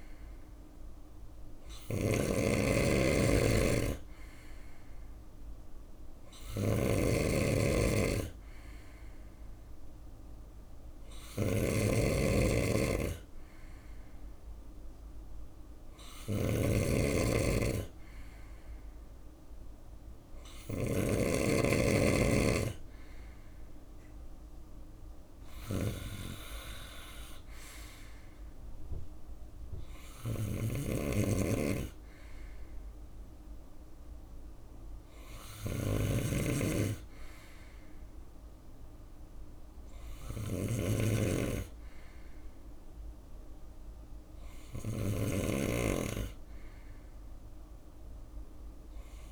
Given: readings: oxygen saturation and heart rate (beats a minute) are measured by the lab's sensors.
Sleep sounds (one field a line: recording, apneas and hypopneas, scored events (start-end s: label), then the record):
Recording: breathing in sleep by a room microphone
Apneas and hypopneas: none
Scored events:
0.00-49.32 s: snoring (device-marked)
25.50-37.50 s: drop in pulse transit time (device-marked, heart rate 74 before, 67 extreme)
From the record:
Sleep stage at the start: N3 (deep sleep)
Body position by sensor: on the right side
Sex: male